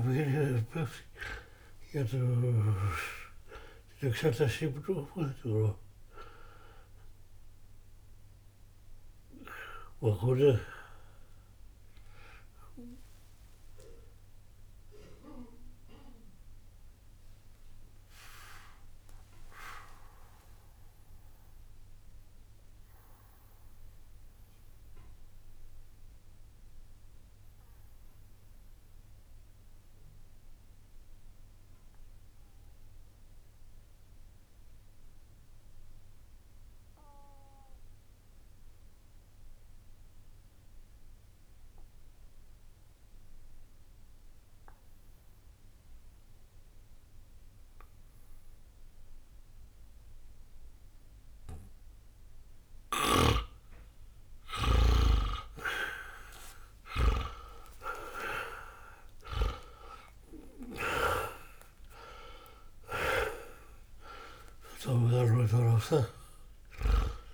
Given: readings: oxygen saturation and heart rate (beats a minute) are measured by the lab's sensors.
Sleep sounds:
breathing in sleep by a room microphone; 1
0.00-10.50 s: snoring (device-marked)
0.00-34.50 s: oxygen desaturation (device-marked, oxygen 78% lowest, heart rate 59 extreme)
12.00-55.00 s: mixed apnea (oxygen 96% before, 78% lowest, heart rate 63 before, 59 extreme, up 21 after)
46.50-48.50 s: bradycardia (device-marked, heart rate 72 before, 63 extreme)
52.50-57.00 s: snoring (device-marked)
56.50-67.34 s: oxygen desaturation (device-marked, oxygen 98% before, 82% lowest, heart rate 61 before, 60 extreme)
57.00-61.50 s: arousal
From the record:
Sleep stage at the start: N2 (light sleep); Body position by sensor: on the back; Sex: male

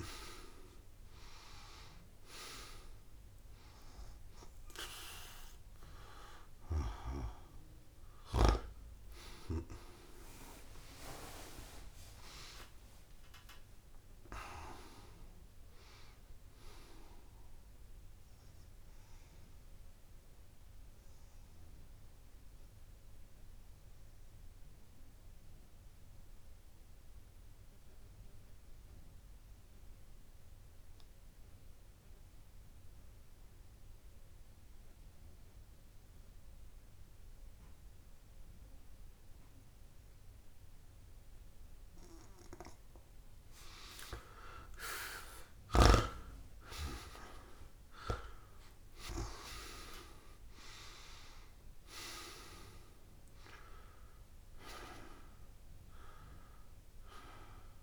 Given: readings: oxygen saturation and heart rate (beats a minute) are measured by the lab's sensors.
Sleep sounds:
breathing in sleep by a room microphone; 1
5.50-7.50 s: long interval between heartbeats (device-marked, heart rate 49 before, 27 extreme)
10.00-13.50 s: arousal
13.00-17.00 s: tachycardia (device-marked, heart rate 71 before, 129 extreme)
15.00-17.00 s: long interval between heartbeats (device-marked, heart rate 43 before, 86 extreme)
17.00-19.00 s: long interval between heartbeats (device-marked, heart rate 48 before, 114 extreme)
17.00-34.00 s: oxygen desaturation (device-marked, oxygen 96% before, 92% lowest)
19.00-57.83 s: new sleep stage, N2 (light sleep)
19.50-41.50 s: obstructive apnea (oxygen 98% before, 92% lowest)
20.00-22.00 s: long interval between heartbeats (device-marked, heart rate 58 before, 80 extreme)
29.50-31.50 s: long interval between heartbeats (device-marked, heart rate 79 before, 75 extreme)
31.50-33.50 s: long interval between heartbeats (device-marked, heart rate 83 before, 73 extreme)
39.00-41.00 s: long interval between heartbeats (device-marked, heart rate 69 before, 46 extreme)
41.00-43.00 s: long interval between heartbeats (device-marked, heart rate 65 before, 65 extreme)
44.50-48.50 s: arousal
45.50-47.50 s: long interval between heartbeats (device-marked, heart rate 62 before, 47 extreme)
47.00-54.00 s: oxygen desaturation (device-marked, oxygen 99% before, 95% lowest)
50.00-52.00 s: long interval between heartbeats (device-marked, heart rate 55 before, 27 extreme)
From the record:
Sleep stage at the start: N1 (lightest sleep); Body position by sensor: on the back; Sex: male

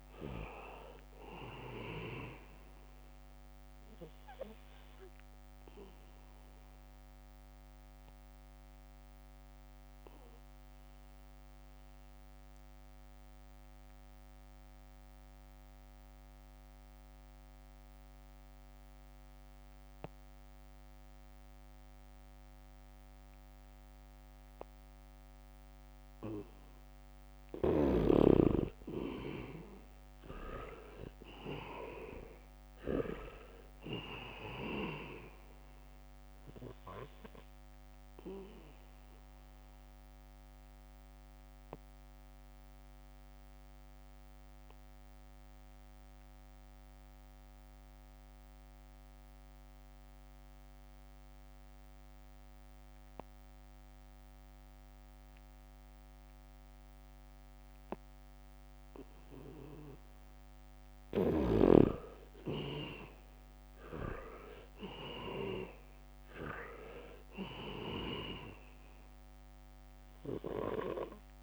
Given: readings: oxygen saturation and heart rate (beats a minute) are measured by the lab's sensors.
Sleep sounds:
breathing in sleep by a microphone on the trachea; 2
0.00-21.50 s: oxygen desaturation (device-marked, oxygen 79% lowest, heart rate 64 extreme)
4.50-28.00 s: obstructive apnea (oxygen 99% before, 79% lowest, heart rate 69 before, 64 extreme, up 6 after)
23.50-25.50 s: leg movement (device-marked)
26.50-54.50 s: oxygen desaturation (device-marked, oxygen 98% before, 79% lowest, heart rate 71 before, 66 extreme)
30.00-33.00 s: arousal
38.50-63.00 s: obstructive apnea (oxygen 98% before, 79% lowest, heart rate 69 before, 66 extreme, up 4 after)
47.00-48.50 s: leg movement (device-marked)
60.50-71.43 s: oxygen desaturation (device-marked, oxygen 98% before, 79% lowest, heart rate 69 before, 67 extreme)
64.50-68.00 s: arousal
From the record:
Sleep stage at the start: N2 (light sleep); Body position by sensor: on the back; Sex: male

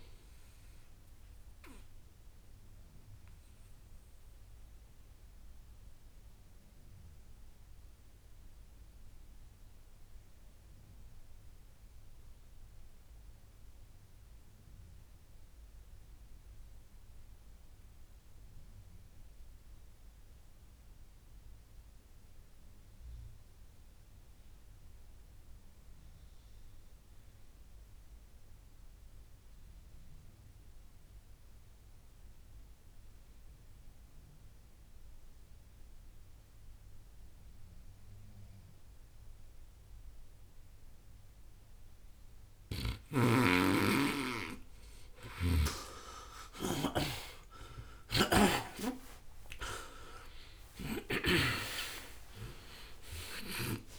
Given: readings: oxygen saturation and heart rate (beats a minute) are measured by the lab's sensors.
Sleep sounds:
breathing in sleep by a room microphone; 1
0.00-21.00 s: oxygen desaturation (device-marked, oxygen 87% lowest, heart rate 56 extreme)
0.50-42.50 s: mixed apnea (oxygen 97% before, 84% lowest, heart rate 73 before, 56 extreme, up 22 after)
38.00-53.99 s: oxygen desaturation (device-marked, oxygen 97% before, 84% lowest, heart rate 63 before, 56 extreme)
43.50-45.50 s: long interval between heartbeats (device-marked, heart rate 63 before, 69 extreme)
46.50-51.00 s: arousal
48.00-51.50 s: snoring (device-marked)
49.00-53.99 s: tachycardia (device-marked, heart rate 68 before, 107 extreme)
52.50-53.99 s: long interval between heartbeats (device-marked, heart rate 69 before, 102 extreme)
From the record:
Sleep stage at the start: N2 (light sleep); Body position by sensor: on the right side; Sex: male

